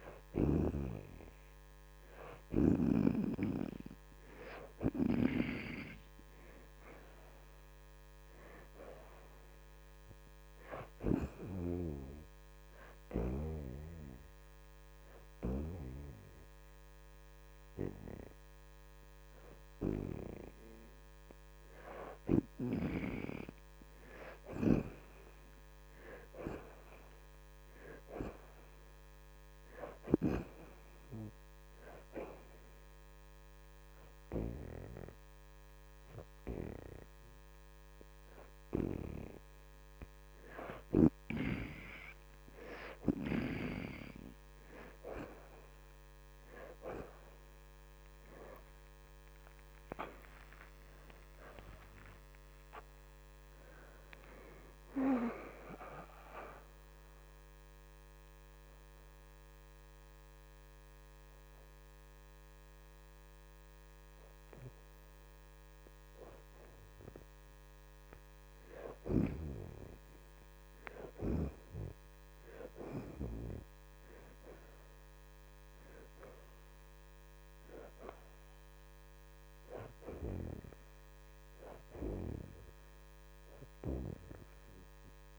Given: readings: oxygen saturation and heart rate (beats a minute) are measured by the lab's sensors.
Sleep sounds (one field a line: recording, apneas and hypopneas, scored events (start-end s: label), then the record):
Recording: breathing in sleep by a microphone on the trachea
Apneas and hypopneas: 3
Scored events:
0.00-11.50 s: oxygen desaturation (device-marked, oxygen 62% lowest, heart rate 81 extreme)
12.00-23.00 s: hypopnea (oxygen 75% before, 60% lowest, heart rate 102 before, 81 extreme, up 28 after)
18.50-28.50 s: oxygen desaturation (device-marked, oxygen 75% before, 62% lowest, heart rate 99 before, 81 extreme)
25.00-29.00 s: arousal
31.00-41.50 s: hypopnea (oxygen 75% before, 60% lowest, heart rate 94 before, 81 extreme, up 3 after)
33.50-50.50 s: oxygen desaturation (device-marked, oxygen 72% before, 61% lowest, heart rate 92 before, 76 extreme)
47.50-52.00 s: arousal
55.50-69.50 s: oxygen desaturation (device-marked, oxygen 74% before, 60% lowest, heart rate 90 before, 76 extreme)
57.00-68.00 s: hypopnea (oxygen 74% before, 60% lowest, heart rate 90 before, 76 extreme, up 2 after)
69.50-74.00 s: arousal
81.50-85.39 s: oxygen desaturation (device-marked, oxygen 84% before, 65% lowest, heart rate 81 before, 80 extreme)
From the record:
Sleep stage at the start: N2 (light sleep)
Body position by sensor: on the back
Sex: female